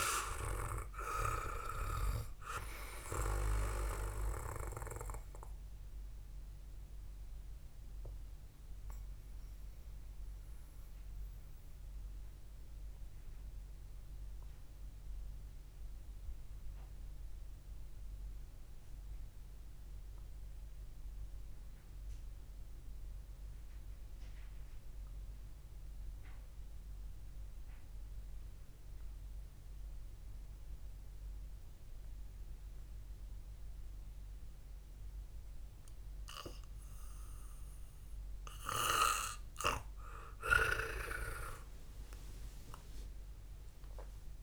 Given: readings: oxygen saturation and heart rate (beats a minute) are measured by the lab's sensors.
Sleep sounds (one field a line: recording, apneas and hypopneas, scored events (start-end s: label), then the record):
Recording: breathing in sleep by a room microphone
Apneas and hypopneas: 1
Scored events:
6.50-40.00 s: obstructive apnea (oxygen 98% before, 89% lowest, heart rate 59 before, 57 extreme, up 9 after)
12.00-25.00 s: oxygen desaturation (device-marked, oxygen 95% before, 89% lowest, heart rate 59 before, 57 extreme)
41.00-44.43 s: arousal
From the record:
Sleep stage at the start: N2 (light sleep)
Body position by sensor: on the back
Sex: male